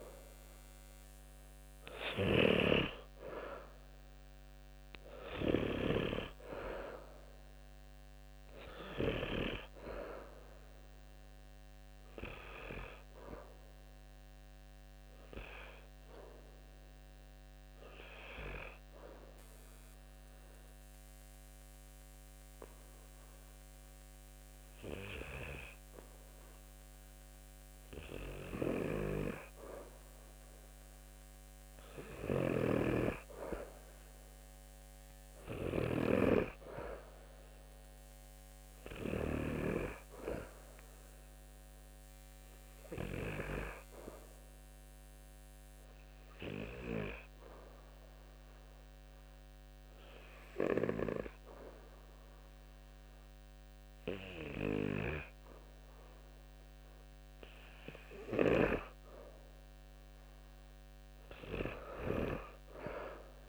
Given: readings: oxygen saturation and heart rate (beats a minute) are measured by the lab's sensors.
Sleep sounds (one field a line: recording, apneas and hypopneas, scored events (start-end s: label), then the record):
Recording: breathing in sleep by a microphone on the trachea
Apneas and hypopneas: 2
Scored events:
13.50-28.00 s: obstructive apnea (oxygen 95% before, 90% lowest, heart rate 72 before, 66 extreme)
32.00-35.50 s: arousal
32.00-35.50 s: snoring (device-marked)
41.50-57.00 s: hypopnea (oxygen 94% before, 90% lowest, heart rate 70 before, 69 extreme, up 4 after)
56.00-63.49 s: oxygen desaturation (device-marked, oxygen 95% before, 90% lowest, heart rate 72 before, 69 extreme)
60.50-63.49 s: arousal
From the record:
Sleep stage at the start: N2 (light sleep)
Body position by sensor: on the back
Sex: male